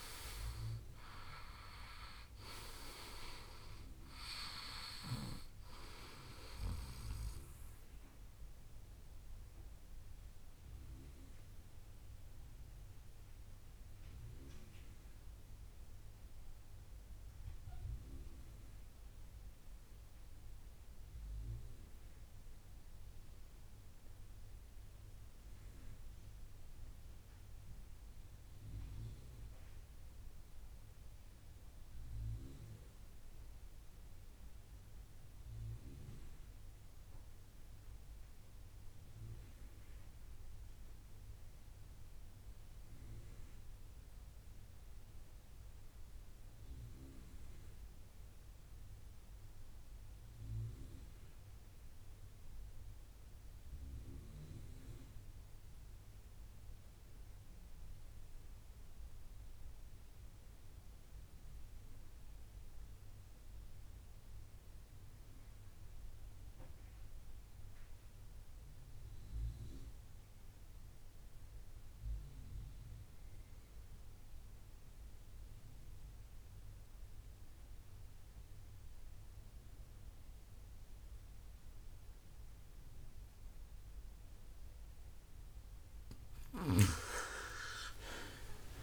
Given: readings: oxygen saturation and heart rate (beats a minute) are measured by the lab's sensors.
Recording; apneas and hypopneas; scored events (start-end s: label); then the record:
breathing in sleep by a room microphone; 1
0.00-10.50 s: oxygen desaturation (device-marked, oxygen 89% lowest, heart rate 58 extreme)
8.50-84.50 s: mixed apnea (oxygen 96% before, 71% lowest, heart rate 75 before, 58 extreme, up 24 after)
12.50-24.50 s: oxygen desaturation (device-marked, oxygen 92% before, 87% lowest, heart rate 76 before, 58 extreme)
39.00-41.00 s: long interval between heartbeats (device-marked, heart rate 61 before, 66 extreme)
45.50-88.83 s: oxygen desaturation (device-marked, oxygen 97% before, 71% lowest, heart rate 65 before, 55 extreme)
57.50-59.50 s: long interval between heartbeats (device-marked, heart rate 65 before, 63 extreme)
86.50-88.83 s: arousal
From the record:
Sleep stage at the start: N2 (light sleep); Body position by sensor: on the right side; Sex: male